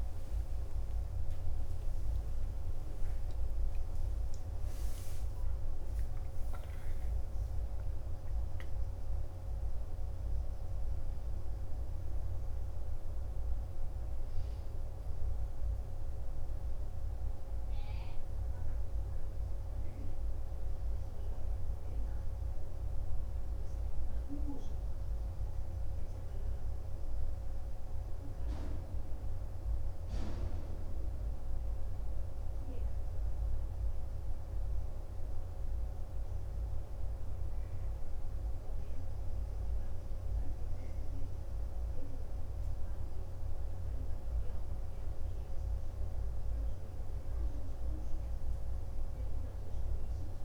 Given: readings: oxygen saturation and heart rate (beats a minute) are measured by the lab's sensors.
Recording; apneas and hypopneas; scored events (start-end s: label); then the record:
breathing in sleep, hard to hear, by a room microphone; 1
30.00-45.00 s: hypopnea (oxygen 95% before, 90% lowest, heart rate 59 before, 49 extreme, up 2 after)
48.00-50.45 s: arousal
From the record:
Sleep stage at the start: N2 (light sleep); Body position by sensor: on the back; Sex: male